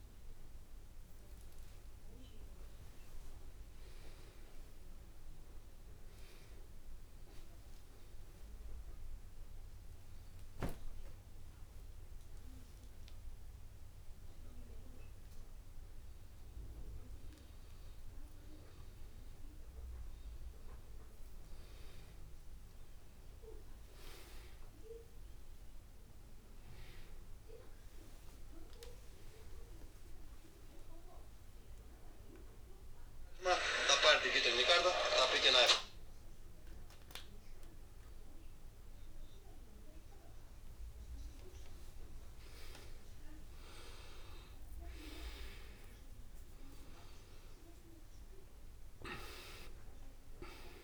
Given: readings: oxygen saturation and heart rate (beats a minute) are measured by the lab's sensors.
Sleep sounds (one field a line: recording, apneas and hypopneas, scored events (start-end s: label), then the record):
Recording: breathing in sleep by a room microphone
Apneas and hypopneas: 2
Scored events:
0.00-1.50 s: arousal
7.50-17.50 s: obstructive apnea (oxygen 94% before, 90% lowest, heart rate 76 before, 83 extreme, up 22 after)
12.00-14.00 s: long interval between heartbeats (device-marked, heart rate 77 before, 89 extreme)
20.00-24.00 s: arousal
22.50-24.50 s: long interval between heartbeats (device-marked, heart rate 89 before, 90 extreme)
30.50-32.50 s: long interval between heartbeats (device-marked, heart rate 97 before, 89 extreme)
31.50-42.00 s: obstructive apnea (oxygen 93% before, 90% lowest, heart rate 97 before, 75 extreme, up 1 after)
37.00-39.00 s: long interval between heartbeats (device-marked, heart rate 94 before, 88 extreme)
45.00-48.50 s: arousal
48.00-50.84 s: oxygen desaturation (device-marked, oxygen 93% before, 90% lowest, heart rate 88 before, 73 extreme)
From the record:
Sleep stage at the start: N2 (light sleep)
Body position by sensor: on the back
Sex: male